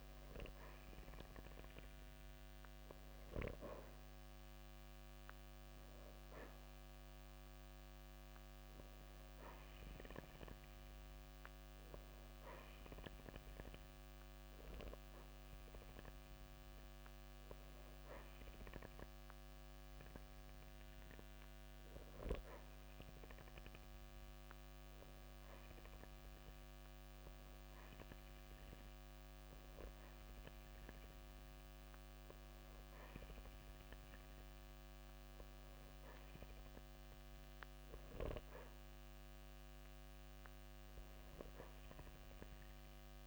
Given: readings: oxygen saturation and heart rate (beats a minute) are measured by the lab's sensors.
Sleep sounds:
breathing in sleep by a microphone on the trachea; none
0.00-8.50 s: oxygen desaturation (device-marked, oxygen 92% lowest, heart rate 48 extreme)
From the record:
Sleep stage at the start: N2 (light sleep); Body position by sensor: on the back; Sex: male

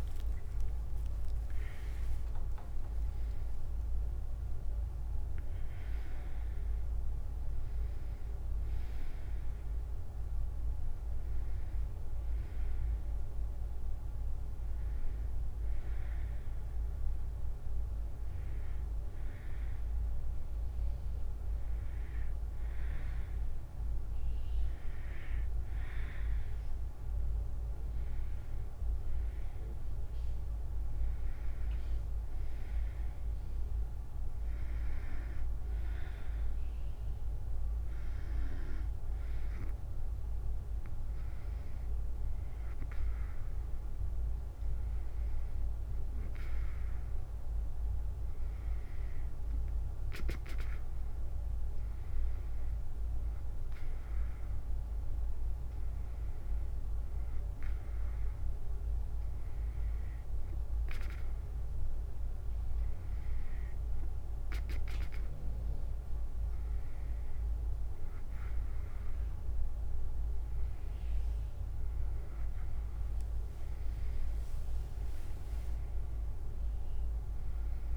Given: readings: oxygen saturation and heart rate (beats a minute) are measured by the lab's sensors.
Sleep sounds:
breathing in sleep, hard to hear, by a room microphone; none
0.00-4.50 s: tachycardia (device-marked, heart rate 178 extreme)
0.00-12.50 s: drop in pulse transit time (device-marked, heart rate 77 extreme)
0.00-19.50 s: oxygen desaturation (device-marked, oxygen 90% lowest, heart rate 69 extreme)
74.50-77.97 s: drop in pulse transit time (device-marked, heart rate 74 before, 76 extreme)
75.50-77.97 s: oxygen desaturation (device-marked, oxygen 94% before, 91% lowest, heart rate 74 before, 71 extreme)
From the record:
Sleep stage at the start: N2 (light sleep); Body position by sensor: on the back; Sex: female

